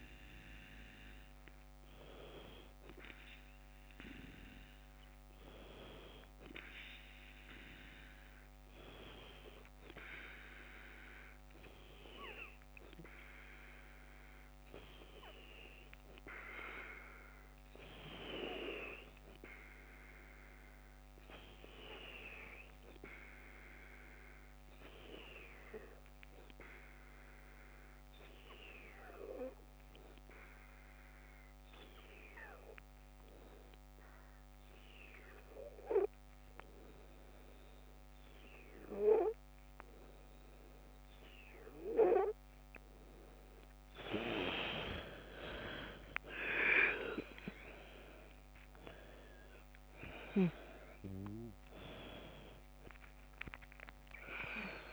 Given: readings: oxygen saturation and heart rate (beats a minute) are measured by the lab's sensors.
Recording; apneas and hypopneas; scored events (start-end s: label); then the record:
breathing in sleep by a microphone on the trachea; 1
24.50-40.00 s: hypopnea (oxygen 98% before, 94% lowest, heart rate 52 before, 48 extreme, up 7 after)
43.50-47.00 s: arousal
46.50-54.93 s: oxygen desaturation (device-marked, oxygen 97% before, 94% lowest, heart rate 50 before, 45 extreme)
From the record:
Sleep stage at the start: N2 (light sleep); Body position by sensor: on the left side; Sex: female